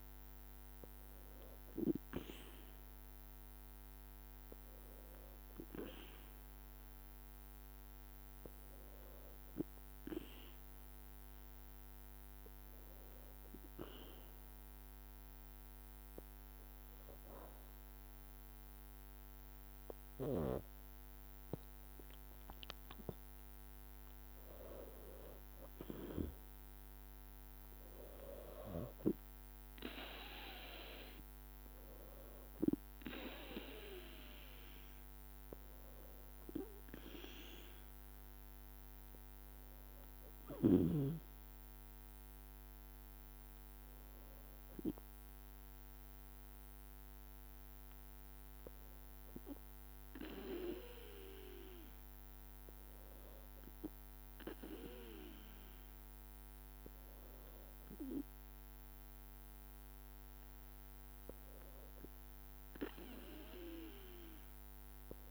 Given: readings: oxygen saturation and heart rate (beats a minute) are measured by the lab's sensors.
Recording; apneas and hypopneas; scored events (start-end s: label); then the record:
breathing in sleep by a microphone on the trachea; 2
0.00-5.50 s: drop in pulse transit time (device-marked, heart rate 56 extreme)
6.00-23.50 s: hypopnea (oxygen 99% before, 90% lowest, heart rate 57 before, 55 extreme, up 5 after)
25.50-47.50 s: drop in pulse transit time (device-marked, heart rate 57 before, 55 extreme)
26.50-53.50 s: oxygen desaturation (device-marked, oxygen 96% before, 90% lowest, heart rate 57 before, 52 extreme)
35.00-39.50 s: arousal
47.50-61.00 s: hypopnea (oxygen 96% before, 90% lowest, heart rate 58 before, 49 extreme, up 4 after)
From the record:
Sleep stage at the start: N2 (light sleep); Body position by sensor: on the back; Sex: female